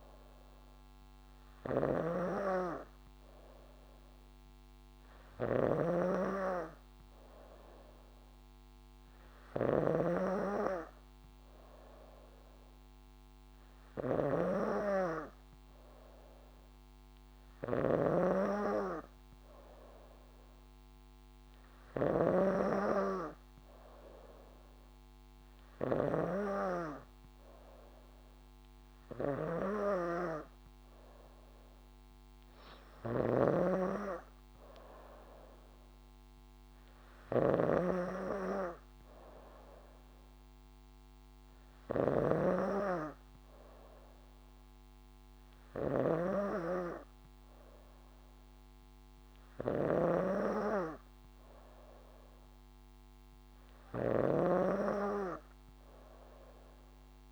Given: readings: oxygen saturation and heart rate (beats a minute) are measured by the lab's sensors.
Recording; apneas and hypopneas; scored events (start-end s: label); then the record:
breathing in sleep by a microphone on the trachea; none
0.00-26.50 s: snoring (device-marked)
33.50-57.32 s: snoring (device-marked)
From the record:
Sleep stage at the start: N3 (deep sleep); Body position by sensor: on the back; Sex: female